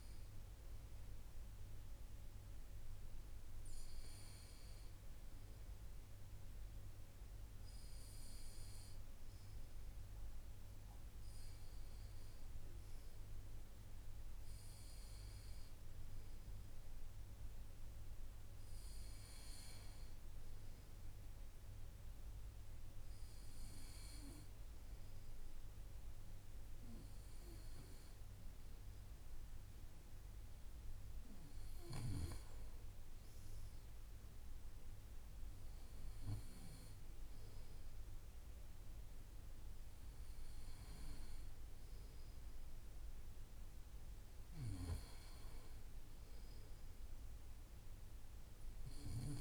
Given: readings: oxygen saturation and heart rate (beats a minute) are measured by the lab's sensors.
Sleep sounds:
breathing in sleep, hard to hear, by a room microphone; none
none scored
From the record:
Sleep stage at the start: N2 (light sleep); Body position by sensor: on the right side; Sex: male

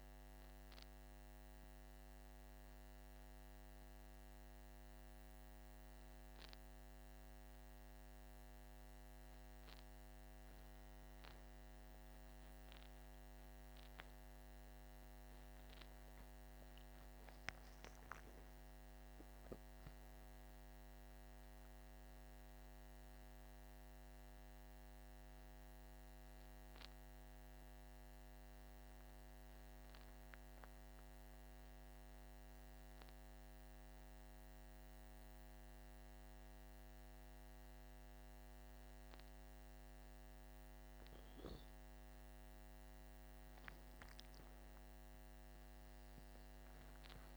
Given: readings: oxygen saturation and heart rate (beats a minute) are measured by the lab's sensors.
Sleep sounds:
breathing in sleep, hard to hear, by a microphone on the trachea; none
none scored
From the record:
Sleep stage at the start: N1 (lightest sleep); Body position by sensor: on the right side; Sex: male

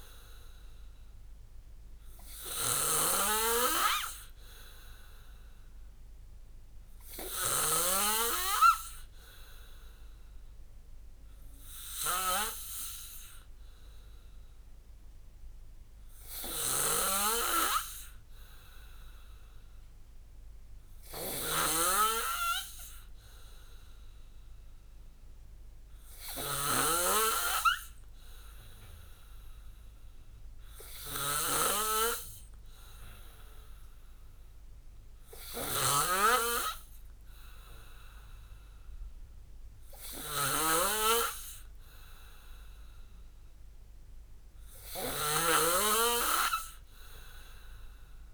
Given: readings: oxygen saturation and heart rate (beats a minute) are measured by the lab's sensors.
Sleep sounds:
breathing in sleep by a room microphone; none
0.00-45.50 s: snoring (device-marked)
1.50-7.00 s: arousal
45.50-48.34 s: arousal
From the record:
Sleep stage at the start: N2 (light sleep); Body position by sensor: on the back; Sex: male

